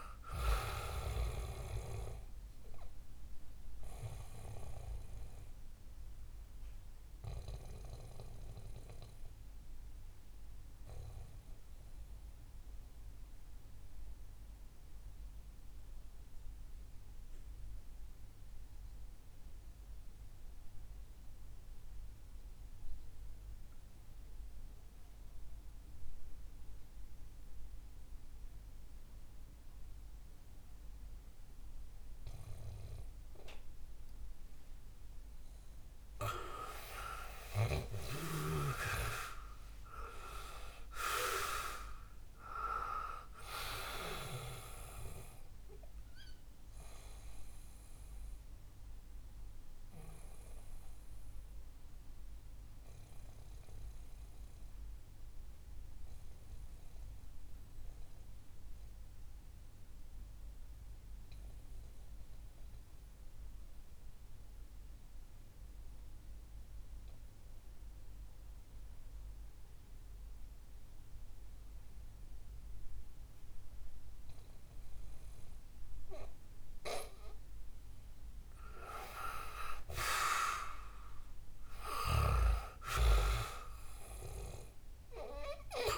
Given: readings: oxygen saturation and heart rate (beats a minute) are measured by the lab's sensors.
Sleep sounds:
breathing in sleep by a room microphone; 2
0.00-23.50 s: oxygen desaturation (device-marked, oxygen 89% lowest, heart rate 60 extreme)
4.00-33.00 s: obstructive apnea (oxygen 98% before, 89% lowest, heart rate 67 before, 60 extreme, up 8 after)
34.50-53.50 s: oxygen desaturation (device-marked, oxygen 98% before, 91% lowest, heart rate 62 before, 60 extreme)
36.50-40.50 s: arousal
46.00-77.00 s: obstructive apnea (oxygen 98% before, 88% lowest, heart rate 66 before, 58 extreme, up 6 after)
60.50-68.50 s: oxygen desaturation (device-marked, oxygen 92% before, 89% lowest, heart rate 65 before, 61 extreme)
80.00-84.50 s: arousal
84.50-85.98 s: oxygen desaturation (device-marked, oxygen 97% before, 88% lowest, heart rate 64 before, 58 extreme)
From the record:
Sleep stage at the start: N2 (light sleep); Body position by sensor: on the back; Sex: male

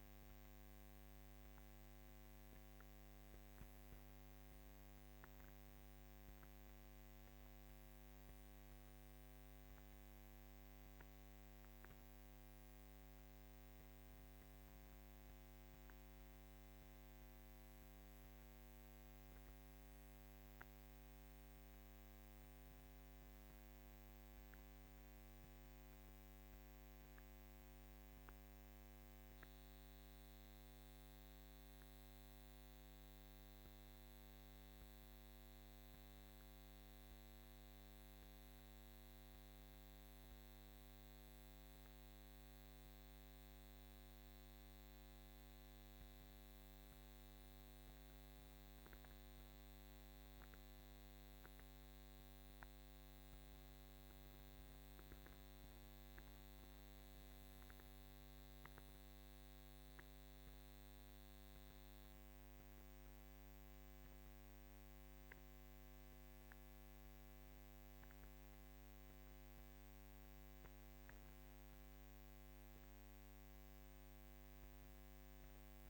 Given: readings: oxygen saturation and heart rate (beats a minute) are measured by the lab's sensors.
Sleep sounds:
breathing in sleep, hard to hear, by a microphone on the trachea; 1
3.50-33.50 s: new sleep stage, N2 (light sleep)
25.50-47.50 s: mixed apnea (oxygen 98% before, 94% lowest, heart rate 54 before, 35 extreme, up 5 after)
33.50-75.90 s: new sleep stage, N1 (lightest sleep)
49.50-72.50 s: oxygen desaturation (device-marked, oxygen 97% before, 94% lowest, heart rate 48 before, 37 extreme)
50.50-54.50 s: arousal
From the record:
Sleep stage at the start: N1 (lightest sleep); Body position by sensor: on the back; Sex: female

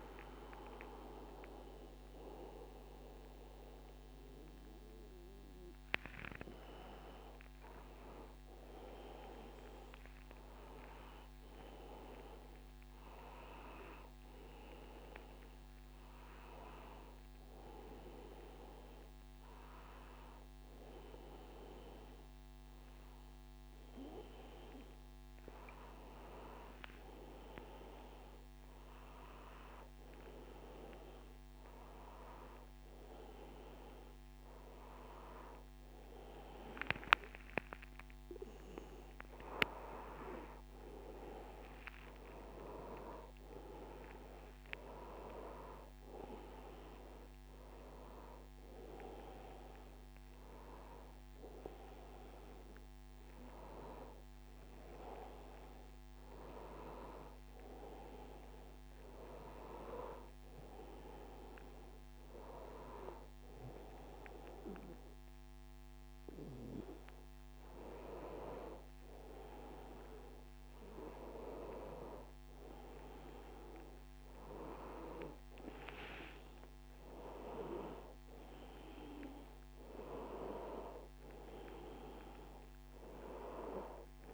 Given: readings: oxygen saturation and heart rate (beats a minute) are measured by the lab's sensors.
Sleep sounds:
breathing in sleep by a microphone on the trachea; none
none scored
From the record:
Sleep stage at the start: N2 (light sleep); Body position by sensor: on the back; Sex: male

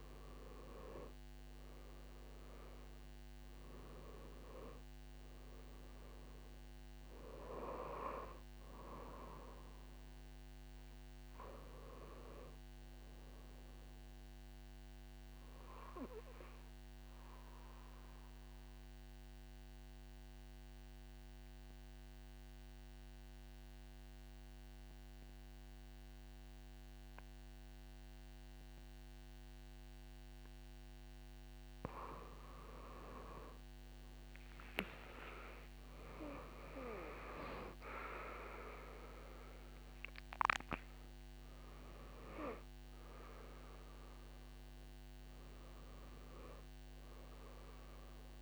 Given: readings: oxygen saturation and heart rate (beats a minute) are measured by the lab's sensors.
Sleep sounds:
breathing in sleep by a microphone on the trachea; 1
3.50-22.50 s: oxygen desaturation (device-marked, oxygen 95% before, 91% lowest)
16.00-31.00 s: obstructive apnea (oxygen 95% before, 90% lowest)
32.50-36.50 s: arousal
35.50-48.41 s: oxygen desaturation (device-marked, oxygen 97% before, 90% lowest)
From the record:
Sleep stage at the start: N2 (light sleep); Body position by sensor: on the back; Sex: female

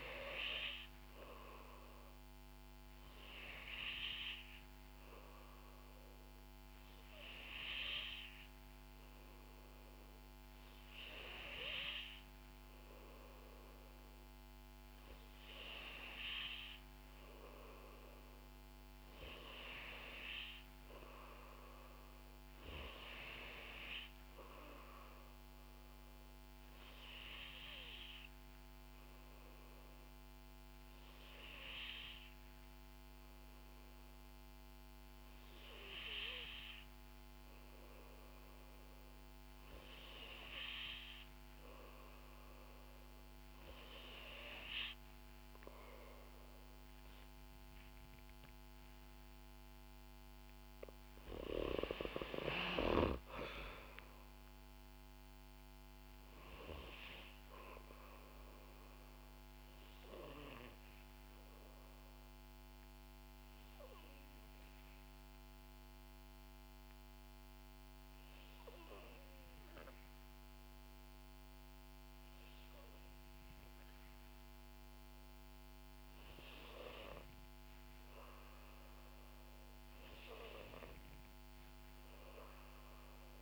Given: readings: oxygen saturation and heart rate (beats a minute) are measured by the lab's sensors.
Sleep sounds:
breathing in sleep by a microphone on the trachea; 2
0.00-1.50 s: arousal
24.50-38.00 s: hypopnea (oxygen 94% before, 91% lowest, heart rate 61 before, 58 extreme, up 3 after)
39.50-43.00 s: arousal
61.00-76.00 s: obstructive apnea (oxygen 93% before, 91% lowest, heart rate 62 before, 58 extreme, up 2 after)
78.50-82.00 s: arousal
From the record:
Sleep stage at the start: N2 (light sleep); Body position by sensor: on the back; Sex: female

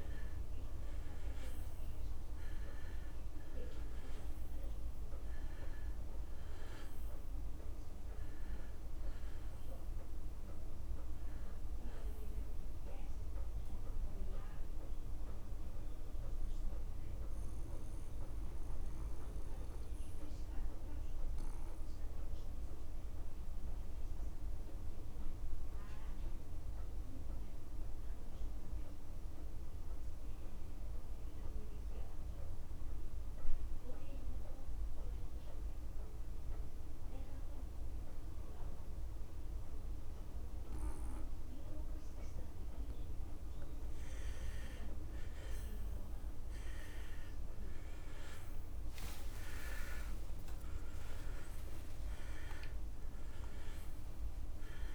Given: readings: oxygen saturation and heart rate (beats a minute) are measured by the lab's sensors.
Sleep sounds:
breathing in sleep, hard to hear, by a room microphone; 1
0.00-25.00 s: oxygen desaturation (device-marked, oxygen 86% lowest)
15.00-43.50 s: obstructive apnea (oxygen 98% before, 86% lowest)
44.00-54.95 s: oxygen desaturation (device-marked, oxygen 98% before, 86% lowest)
46.00-50.00 s: arousal
From the record:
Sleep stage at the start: N2 (light sleep); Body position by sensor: on the back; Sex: male

